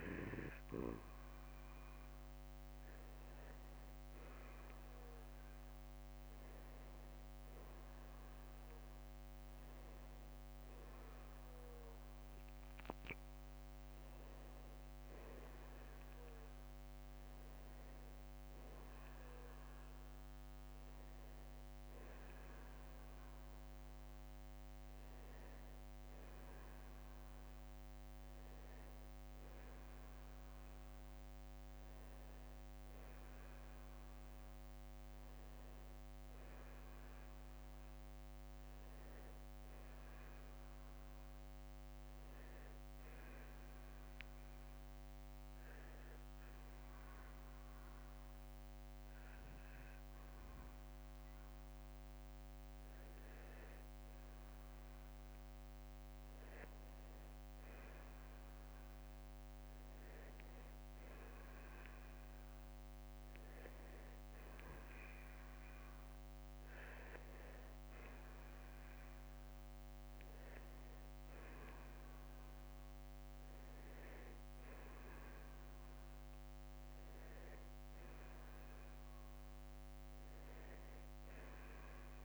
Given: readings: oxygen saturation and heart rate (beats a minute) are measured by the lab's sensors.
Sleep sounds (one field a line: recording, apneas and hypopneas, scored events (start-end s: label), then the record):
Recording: breathing in sleep, hard to hear, by a microphone on the trachea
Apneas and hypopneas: 1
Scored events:
0.00-1.00 s: arousal
6.00-26.00 s: oxygen desaturation (device-marked, oxygen 94% before, 91% lowest, heart rate 57 before, 52 extreme)
36.50-40.50 s: arousal
43.00-53.00 s: obstructive apnea (oxygen 95% before, 92% lowest, heart rate 57 before, 53 extreme, up 11 after)
50.50-52.50 s: long interval between heartbeats (device-marked, heart rate 56 before, 62 extreme)
56.50-60.50 s: arousal
64.00-78.00 s: oxygen desaturation (device-marked, oxygen 95% before, 92% lowest, heart rate 58 before, 48 extreme)
69.00-71.00 s: long interval between heartbeats (device-marked, heart rate 59 before, 53 extreme)
75.00-77.00 s: long interval between heartbeats (device-marked, heart rate 58 before, 58 extreme)
From the record:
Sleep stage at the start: N2 (light sleep)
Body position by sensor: on the back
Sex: male